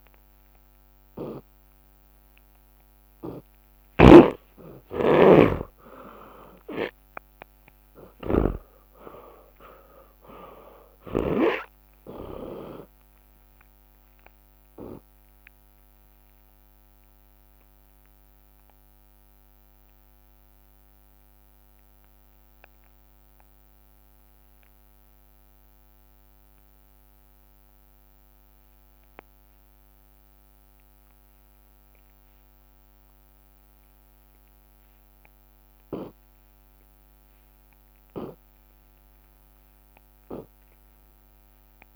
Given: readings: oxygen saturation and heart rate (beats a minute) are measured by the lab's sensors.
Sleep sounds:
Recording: breathing in sleep by a microphone on the trachea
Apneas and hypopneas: 1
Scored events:
0.00-1.00 s: long interval between heartbeats (device-marked, heart rate 57 extreme)
0.00-1.00 s: oxygen desaturation (device-marked, oxygen 74% lowest)
1.00-3.00 s: long interval between heartbeats (device-marked, heart rate 57 before, 56 extreme)
2.00-12.00 s: drop in pulse transit time (device-marked, heart rate 60 before, 56 extreme)
3.00-5.00 s: long interval between heartbeats (device-marked, heart rate 62 before, 57 extreme)
3.50-11.50 s: snoring (device-marked)
4.00-9.50 s: arousal
5.50-7.50 s: long interval between heartbeats (device-marked, heart rate 65 before, 64 extreme)
8.00-10.00 s: long interval between heartbeats (device-marked, heart rate 71 before, 88 extreme)
20.00-37.00 s: obstructive apnea (oxygen 98% before, 81% lowest, heart rate 63 before, 46 extreme, up 34 after)
23.00-24.00 s: drop in pulse transit time (device-marked, heart rate 58 before, 56 extreme)
24.00-26.00 s: long interval between heartbeats (device-marked, heart rate 58 before, 55 extreme)
30.00-41.96 s: oxygen desaturation (device-marked, oxygen 97% before, 83% lowest, heart rate 50 before, 57 extreme)
36.00-37.00 s: drop in pulse transit time (device-marked, heart rate 39 before, 57 extreme)
37.50-39.50 s: long interval between heartbeats (device-marked, heart rate 42 before, 61 extreme)
From the record:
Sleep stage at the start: N2 (light sleep)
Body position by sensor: on the left side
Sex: male

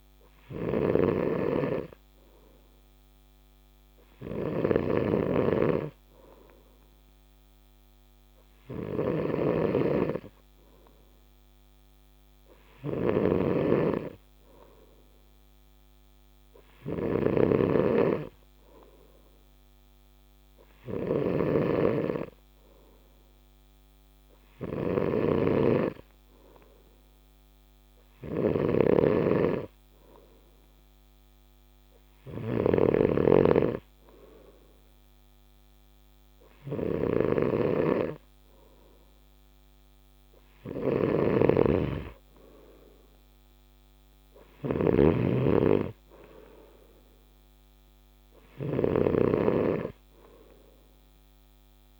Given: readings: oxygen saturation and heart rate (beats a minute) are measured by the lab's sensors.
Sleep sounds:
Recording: breathing in sleep by a microphone on the trachea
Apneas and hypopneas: none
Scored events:
0.00-52.00 s: snoring (device-marked)
From the record:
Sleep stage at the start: N3 (deep sleep)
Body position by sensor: on the right side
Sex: male

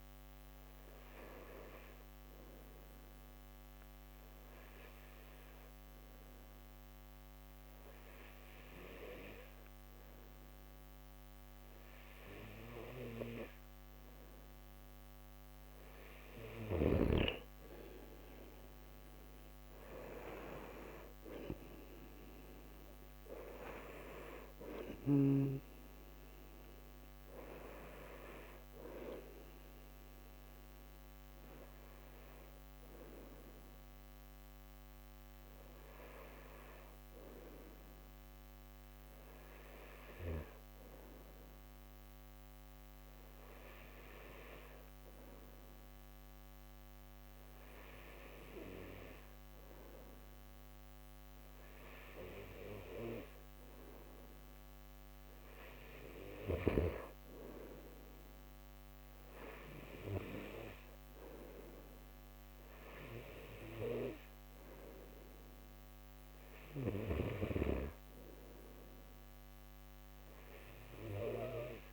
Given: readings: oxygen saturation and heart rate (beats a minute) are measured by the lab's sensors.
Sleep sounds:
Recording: breathing in sleep by a microphone on the trachea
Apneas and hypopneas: 2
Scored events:
0.00-8.00 s: oxygen desaturation (device-marked, oxygen 91% lowest)
4.00-15.50 s: obstructive apnea (oxygen 97% before, 91% lowest)
17.50-21.00 s: arousal
26.00-45.00 s: oxygen desaturation (device-marked, oxygen 95% before, 91% lowest)
35.50-52.50 s: hypopnea (oxygen 96% before, 91% lowest)
55.00-71.93 s: oxygen desaturation (device-marked, oxygen 95% before, 91% lowest)
55.50-59.00 s: arousal
From the record:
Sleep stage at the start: N2 (light sleep)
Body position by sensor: on the back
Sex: male

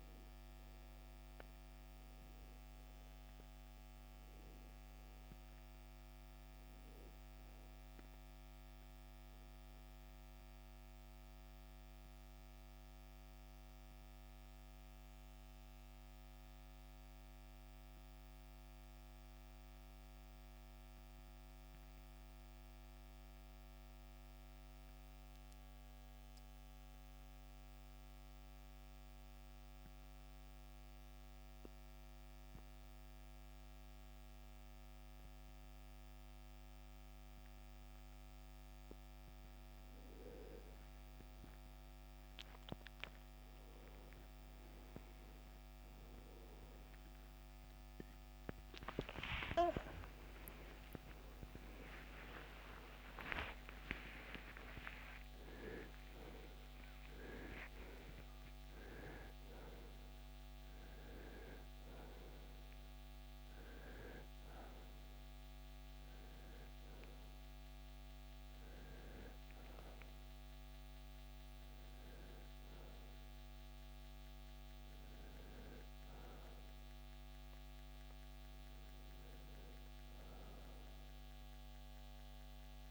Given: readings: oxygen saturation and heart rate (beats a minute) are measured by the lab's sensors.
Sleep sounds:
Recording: breathing in sleep by a microphone on the trachea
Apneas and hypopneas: 1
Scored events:
10.50-30.50 s: oxygen desaturation (device-marked, oxygen 98% before, 92% lowest, heart rate 63 before, 57 extreme)
10.50-39.00 s: mixed apnea (oxygen 98% before, 84% lowest, heart rate 63 before, 57 extreme, up 10 after)
47.50-82.91 s: oxygen desaturation (device-marked, oxygen 96% before, 84% lowest, heart rate 64 before, 62 extreme)
48.00-54.50 s: arousal
From the record:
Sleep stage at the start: REM sleep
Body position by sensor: on the back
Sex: male

